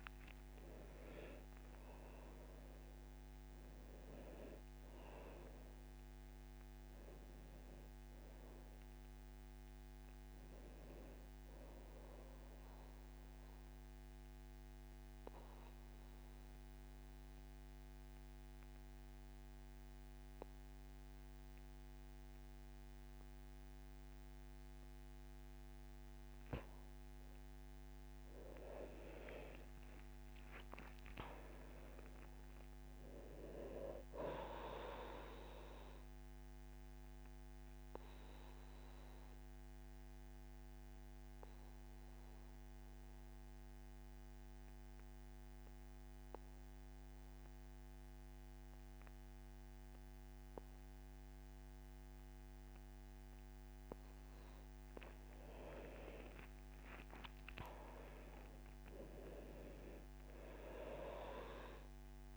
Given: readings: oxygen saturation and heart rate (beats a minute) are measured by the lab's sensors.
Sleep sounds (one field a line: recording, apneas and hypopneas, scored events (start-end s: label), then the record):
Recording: breathing in sleep by a microphone on the trachea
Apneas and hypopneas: 2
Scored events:
0.00-1.50 s: arousal
0.00-18.00 s: oxygen desaturation (device-marked, oxygen 86% lowest, heart rate 72 extreme)
12.50-25.50 s: obstructive apnea (oxygen 98% before, 86% lowest, heart rate 81 before, 72 extreme, up 10 after)
28.00-31.00 s: arousal
32.00-48.00 s: oxygen desaturation (device-marked, oxygen 99% before, 91% lowest, heart rate 77 before, 72 extreme)
36.50-53.50 s: obstructive apnea (oxygen 100% before, 86% lowest, heart rate 77 before, 72 extreme, up 13 after)
55.00-62.37 s: oxygen desaturation (device-marked, oxygen 98% before, 86% lowest, heart rate 75 before, 73 extreme)
56.00-59.50 s: arousal
From the record:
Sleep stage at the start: N2 (light sleep)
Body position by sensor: on the back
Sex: male